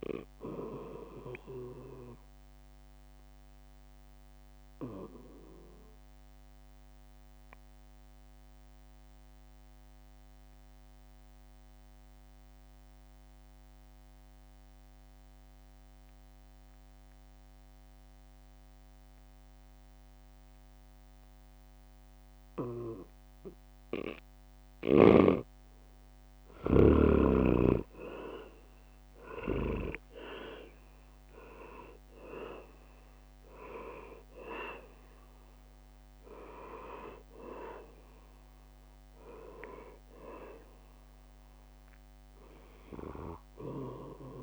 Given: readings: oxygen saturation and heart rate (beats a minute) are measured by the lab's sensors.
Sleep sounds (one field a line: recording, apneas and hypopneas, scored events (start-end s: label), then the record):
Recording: breathing in sleep by a microphone on the trachea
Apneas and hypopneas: 1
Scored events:
0.00-3.00 s: drop in pulse transit time (device-marked, heart rate 64 extreme)
0.00-18.00 s: oxygen desaturation (device-marked, oxygen 89% lowest, heart rate 59 extreme)
2.00-24.50 s: obstructive apnea (oxygen 100% before, 89% lowest, heart rate 68 before, 59 extreme, up 9 after)
25.00-28.00 s: leg movement (device-marked)
27.00-31.00 s: arousal
27.00-44.43 s: drop in pulse transit time (device-marked, heart rate 63 before, 66 extreme)
29.00-35.00 s: oxygen desaturation (device-marked, oxygen 100% before, 95% lowest, heart rate 64 before, 59 extreme)
41.00-44.43 s: oxygen desaturation (device-marked, oxygen 96% before, 92% lowest, heart rate 69 before, 59 extreme)
From the record:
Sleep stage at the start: N2 (light sleep)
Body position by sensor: on the back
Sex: male